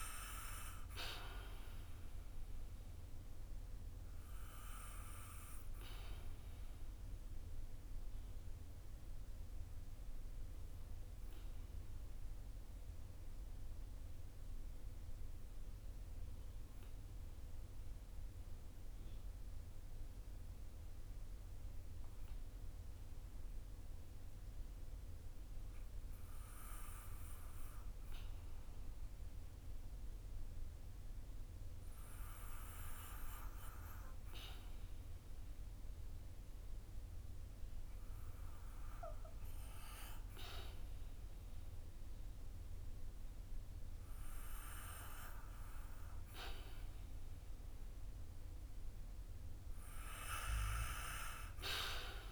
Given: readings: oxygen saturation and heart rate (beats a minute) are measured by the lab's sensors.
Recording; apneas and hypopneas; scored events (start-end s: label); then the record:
breathing in sleep by a room microphone; 1
4.00-47.00 s: obstructive apnea (oxygen 96% before, 86% lowest, heart rate 56 before, 49 extreme, up 3 after)
15.00-24.00 s: oxygen desaturation (device-marked, oxygen 94% before, 91% lowest, heart rate 56 before, 53 extreme)
36.00-52.32 s: oxygen desaturation (device-marked, oxygen 95% before, 86% lowest, heart rate 55 before, 52 extreme)
49.00-52.32 s: arousal
From the record:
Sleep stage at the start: N2 (light sleep); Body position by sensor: on the back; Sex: male